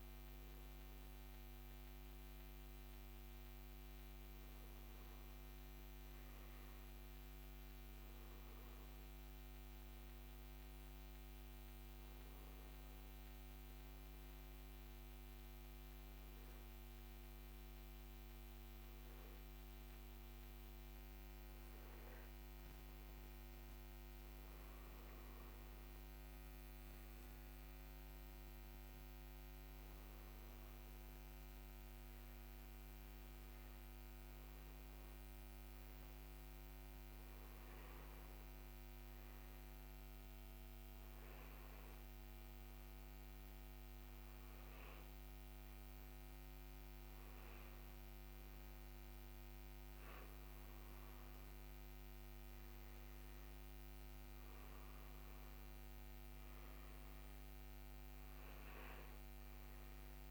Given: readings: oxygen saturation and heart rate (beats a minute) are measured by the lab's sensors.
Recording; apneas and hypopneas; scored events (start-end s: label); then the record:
breathing in sleep, hard to hear, by a microphone on the trachea; 2
15.00-25.50 s: hypopnea (oxygen 96% before, 93% lowest, heart rate 31 before, 29 extreme, up 39 after)
28.00-31.50 s: arousal
41.00-53.50 s: hypopnea (oxygen 96% before, 93% lowest, heart rate 48 before, 35 extreme, up 1 after)
56.00-59.50 s: arousal
From the record:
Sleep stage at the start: N2 (light sleep); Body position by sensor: on the front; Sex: male